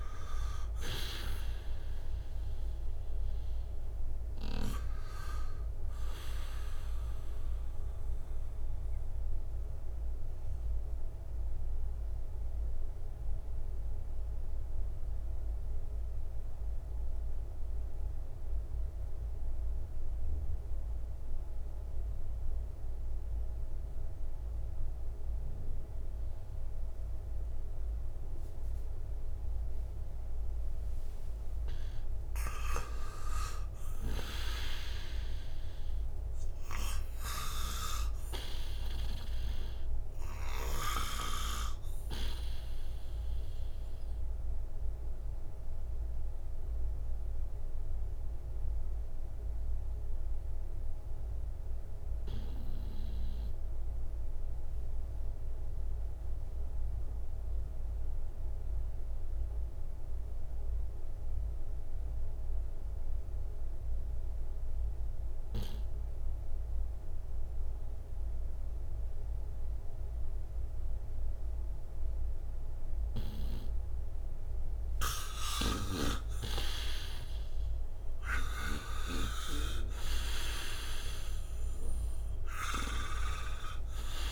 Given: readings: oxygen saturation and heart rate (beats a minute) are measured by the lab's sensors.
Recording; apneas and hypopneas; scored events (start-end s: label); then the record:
breathing in sleep by a room microphone; 2
0.00-3.50 s: arousal
0.00-4.00 s: oxygen desaturation (device-marked, oxygen 98% before, 87% lowest, heart rate 59 before, 57 extreme)
8.50-30.50 s: obstructive apnea (oxygen 99% before, 88% lowest, heart rate 70 before, 57 extreme, up 25 after)
32.50-36.50 s: arousal
37.00-41.00 s: snoring (device-marked)
37.00-62.00 s: oxygen desaturation (device-marked, oxygen 98% before, 90% lowest, heart rate 65 before, 56 extreme)
45.50-73.50 s: obstructive apnea (oxygen 98% before, 85% lowest, heart rate 67 before, 56 extreme, up 24 after)
75.00-78.50 s: arousal
75.50-79.00 s: snoring (device-marked)
76.00-84.32 s: oxygen desaturation (device-marked, oxygen 97% before, 85% lowest, heart rate 64 before, 57 extreme)
From the record:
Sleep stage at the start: N2 (light sleep); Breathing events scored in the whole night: 304 in 4.4 hours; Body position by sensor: on the right side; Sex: male